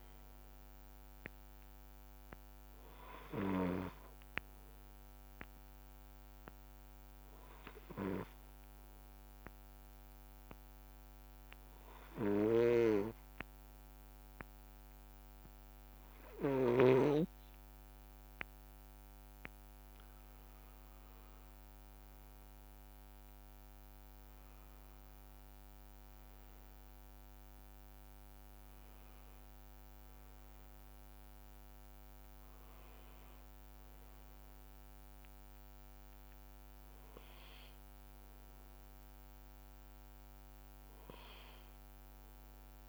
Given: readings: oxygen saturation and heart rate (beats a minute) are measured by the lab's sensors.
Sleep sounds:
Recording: a person awake in a sleep study, by a microphone on the trachea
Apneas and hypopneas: 1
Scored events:
0.00-8.00 s: bradycardia (device-marked, heart rate 72 before, 57 extreme)
9.00-20.00 s: obstructive apnea (heart rate 62 before, 56 extreme, up 2 after)
32.00-42.00 s: bradycardia (device-marked, heart rate 72 before, 56 extreme)
From the record:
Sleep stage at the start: awake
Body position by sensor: upright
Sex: male

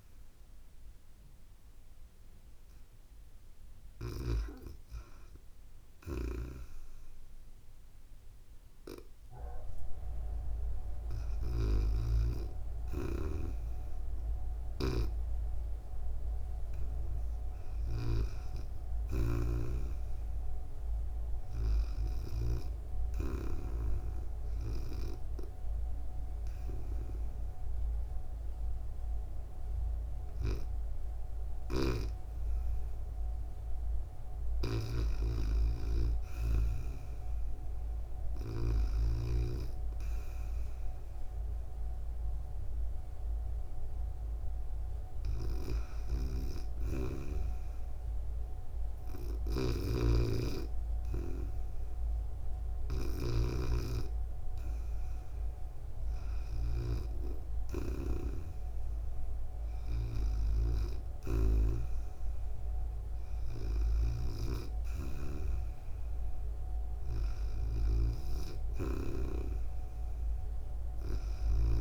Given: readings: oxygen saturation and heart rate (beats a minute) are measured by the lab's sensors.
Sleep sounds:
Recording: breathing in sleep by a room microphone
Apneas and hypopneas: 1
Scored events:
5.50-12.00 s: snoring (device-marked)
14.00-19.00 s: snoring (device-marked)
24.50-34.50 s: obstructive apnea (oxygen 96% before, 93% lowest, heart rate 73 before, 70 extreme)
31.00-39.00 s: snoring (device-marked)
36.50-40.50 s: arousal
45.50-56.50 s: snoring (device-marked)
63.50-71.50 s: snoring (device-marked)
From the record:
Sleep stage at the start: REM sleep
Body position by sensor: on the back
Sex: female

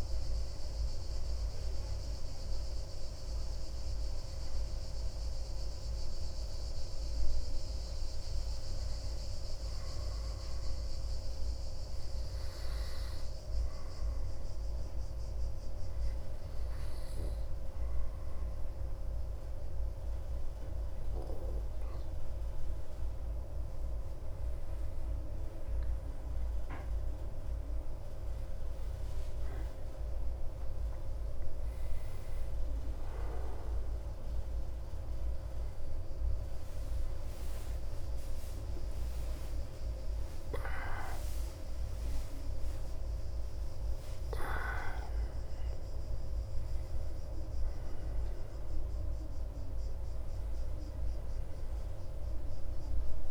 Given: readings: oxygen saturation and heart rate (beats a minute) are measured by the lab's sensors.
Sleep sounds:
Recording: breathing in sleep, hard to hear, by a room microphone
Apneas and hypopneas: 1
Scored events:
10.50-24.00 s: obstructive apnea (oxygen 98% before, 94% lowest)
27.50-32.00 s: arousal
From the record:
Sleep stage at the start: N2 (light sleep)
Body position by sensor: on the back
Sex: male

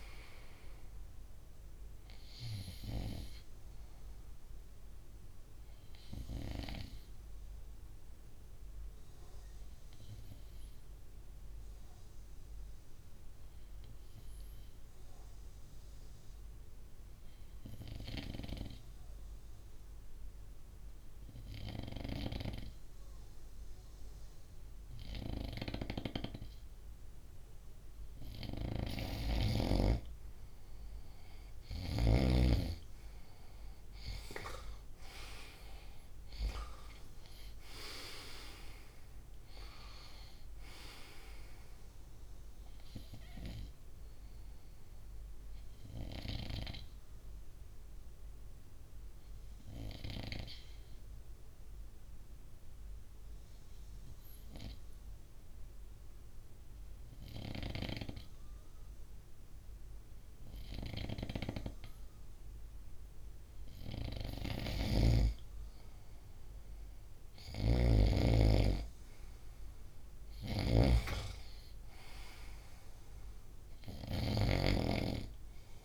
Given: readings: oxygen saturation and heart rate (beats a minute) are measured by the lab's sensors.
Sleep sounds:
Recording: breathing in sleep by a room microphone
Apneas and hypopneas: 2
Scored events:
5.00-27.50 s: obstructive apnea (oxygen 97% before, 94% lowest, heart rate 67 before, 58 extreme, up 6 after)
27.00-49.00 s: oxygen desaturation (device-marked, oxygen 98% before, 94% lowest, heart rate 61 before, 61 extreme)
31.50-35.50 s: arousal
42.50-63.50 s: obstructive apnea (oxygen 98% before, 93% lowest, heart rate 66 before, 61 extreme, up 3 after)
60.50-74.00 s: snoring (device-marked)
67.00-70.00 s: arousal
From the record:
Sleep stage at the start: N2 (light sleep)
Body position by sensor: on the front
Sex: male

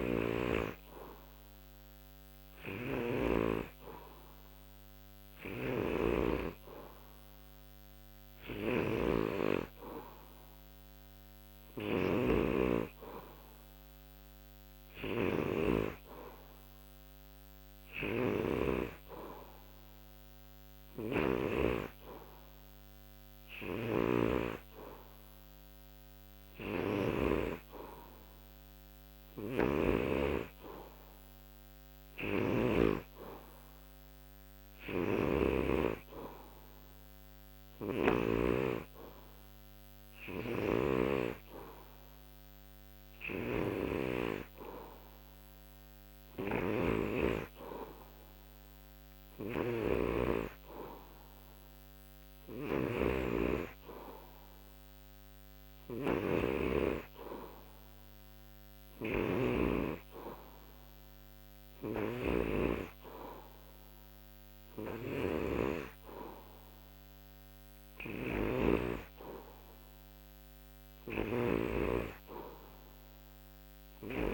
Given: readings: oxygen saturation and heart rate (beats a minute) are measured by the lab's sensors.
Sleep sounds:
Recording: breathing in sleep by a microphone on the trachea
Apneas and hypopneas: none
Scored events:
0.00-15.50 s: snoring (device-marked)
17.50-21.50 s: snoring (device-marked)
23.50-27.00 s: snoring (device-marked)
29.00-32.50 s: snoring (device-marked)
34.50-38.00 s: snoring (device-marked)
40.00-59.50 s: snoring (device-marked)
61.50-74.34 s: snoring (device-marked)
From the record:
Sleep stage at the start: N2 (light sleep)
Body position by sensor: on the back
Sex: male

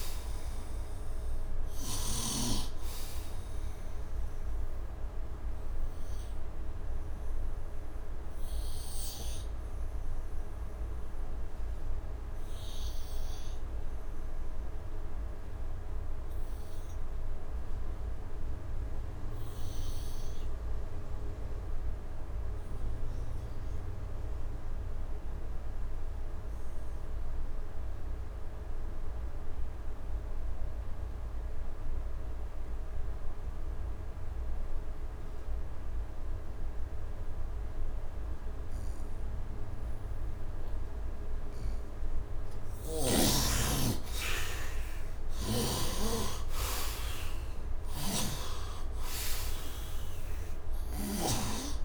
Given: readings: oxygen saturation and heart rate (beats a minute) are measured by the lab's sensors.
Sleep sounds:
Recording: breathing in sleep by a room microphone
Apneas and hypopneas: 1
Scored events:
0.00-2.00 s: snoring (device-marked)
0.00-20.00 s: oxygen desaturation (device-marked, oxygen 70% lowest, heart rate 71 extreme)
4.50-40.00 s: obstructive apnea (oxygen 100% before, 69% lowest, heart rate 96 before, 71 extreme)
25.00-51.85 s: oxygen desaturation (device-marked, oxygen 100% before, 69% lowest, heart rate 75 before, 71 extreme)
43.50-48.00 s: arousal
47.50-51.00 s: snoring (device-marked)
From the record:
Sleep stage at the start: N2 (light sleep)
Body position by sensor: on the right side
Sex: male

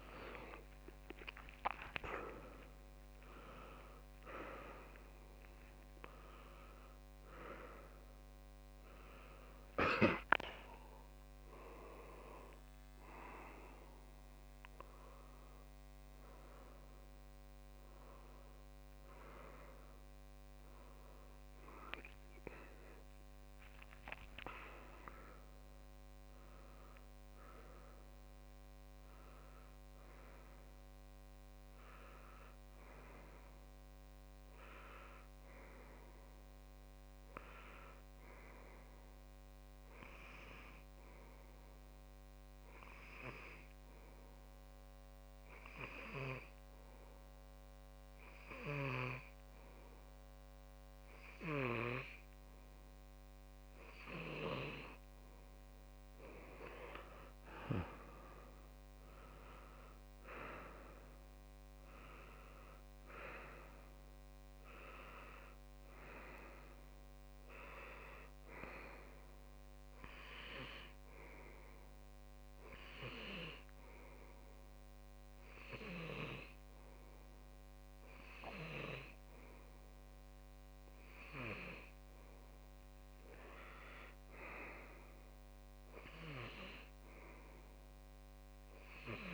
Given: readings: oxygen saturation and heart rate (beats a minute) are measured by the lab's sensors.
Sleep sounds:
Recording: a person partly awake in a sleep study, by a microphone on the trachea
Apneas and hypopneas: 2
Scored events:
1.00-31.00 s: new sleep stage, awake
14.00-16.00 s: tachycardia (device-marked)
17.00-19.00 s: long interval between heartbeats (device-marked)
25.50-27.50 s: long interval between heartbeats (device-marked)
31.00-89.34 s: new sleep stage, N2 (light sleep)
42.50-54.50 s: hypopnea (oxygen 99% before, 97% lowest)
58.50-62.00 s: arousal
69.00-71.00 s: long interval between heartbeats (device-marked)
72.50-84.00 s: hypopnea (oxygen 99% before, 95% lowest)
85.50-88.00 s: arousal
From the record:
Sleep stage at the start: N2 (light sleep)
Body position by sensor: on the left side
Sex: male

